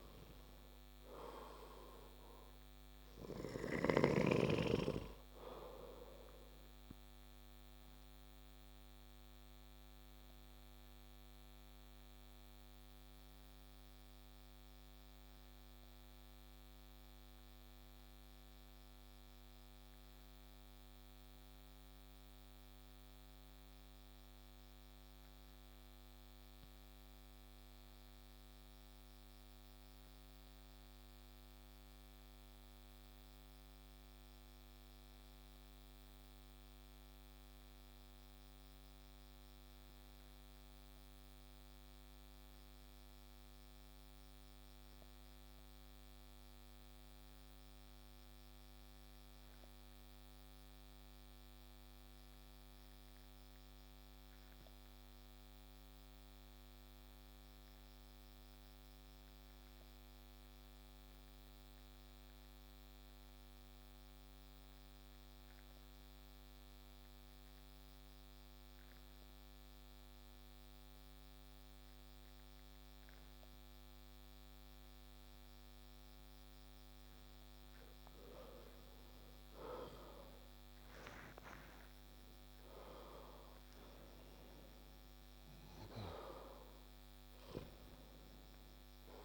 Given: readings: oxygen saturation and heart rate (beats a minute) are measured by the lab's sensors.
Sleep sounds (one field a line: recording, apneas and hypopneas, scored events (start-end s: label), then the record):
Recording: breathing in sleep by a microphone on the trachea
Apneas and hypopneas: 1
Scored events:
0.00-31.00 s: oxygen desaturation (device-marked, oxygen 88% lowest)
7.50-76.00 s: obstructive apnea (oxygen 97% before, 84% lowest)
50.00-59.00 s: oxygen desaturation (device-marked, oxygen 98% before, 94% lowest)
78.00-82.50 s: arousal
From the record:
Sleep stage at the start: N2 (light sleep)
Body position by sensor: on the back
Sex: male